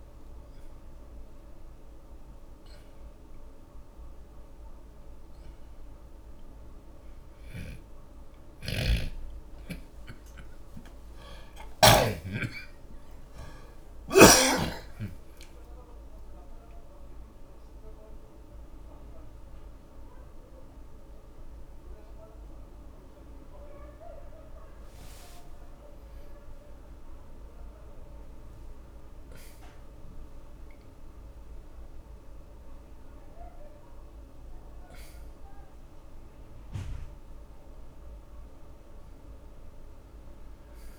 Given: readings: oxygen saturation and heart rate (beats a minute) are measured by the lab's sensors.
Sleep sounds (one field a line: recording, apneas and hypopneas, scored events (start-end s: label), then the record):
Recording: breathing in sleep by a room microphone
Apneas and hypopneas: none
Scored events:
6.50-19.50 s: oxygen desaturation (device-marked, oxygen 92% before, 75% lowest)
8.50-12.50 s: snoring (device-marked)
17.50-40.98 s: new sleep stage, N1 (lightest sleep)
25.50-32.00 s: arousal
From the record:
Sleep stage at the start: N2 (light sleep)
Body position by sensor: on the back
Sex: male